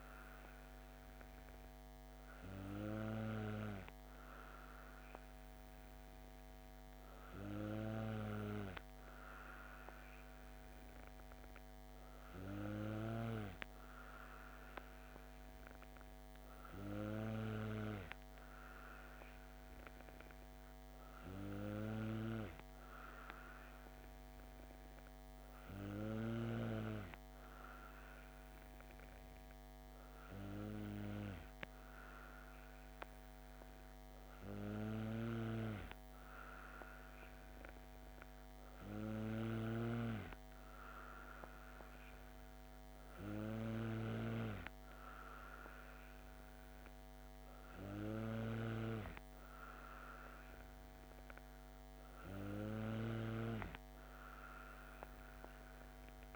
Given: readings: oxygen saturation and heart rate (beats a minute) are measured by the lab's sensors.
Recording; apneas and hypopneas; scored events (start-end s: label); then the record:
breathing in sleep by a microphone on the trachea; none
35.00-53.00 s: snoring (device-marked)
From the record:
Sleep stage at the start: N2 (light sleep); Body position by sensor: on the back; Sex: female